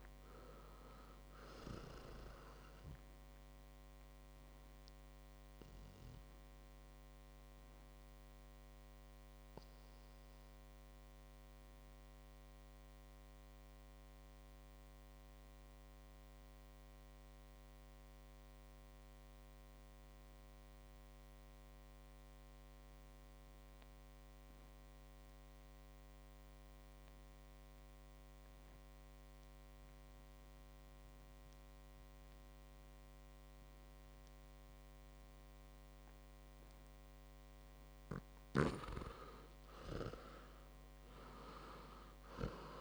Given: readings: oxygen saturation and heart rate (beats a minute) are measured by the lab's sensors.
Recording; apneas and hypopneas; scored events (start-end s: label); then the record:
breathing in sleep by a microphone on the trachea; 1
0.00-22.50 s: oxygen desaturation (device-marked, oxygen 85% lowest, heart rate 52 extreme)
4.00-36.00 s: obstructive apnea (oxygen 100% before, 85% lowest, heart rate 54 before, 52 extreme, up 6 after)
36.50-42.81 s: oxygen desaturation (device-marked, oxygen 99% before, 89% lowest, heart rate 57 before, 53 extreme)
39.00-42.81 s: arousal
From the record:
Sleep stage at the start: REM sleep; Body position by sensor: on the back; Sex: male